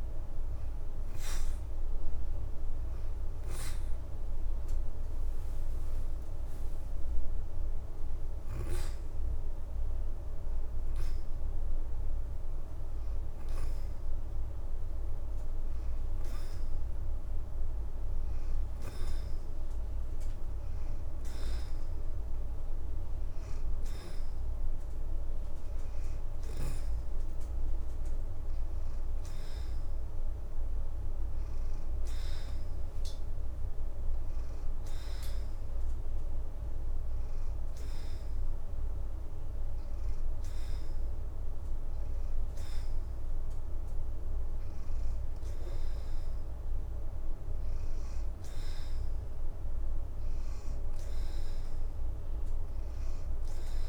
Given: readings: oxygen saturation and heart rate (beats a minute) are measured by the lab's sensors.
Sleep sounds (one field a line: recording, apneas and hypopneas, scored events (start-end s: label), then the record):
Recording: breathing in sleep, hard to hear, by a room microphone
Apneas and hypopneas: none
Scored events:
5.00-7.00 s: leg movement (device-marked)
13.00-14.50 s: leg movement (device-marked)
25.50-34.50 s: oxygen desaturation (device-marked, oxygen 92% before, 87% lowest, heart rate 82 before, 82 extreme)
From the record:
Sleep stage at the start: N2 (light sleep)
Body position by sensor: on the back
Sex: female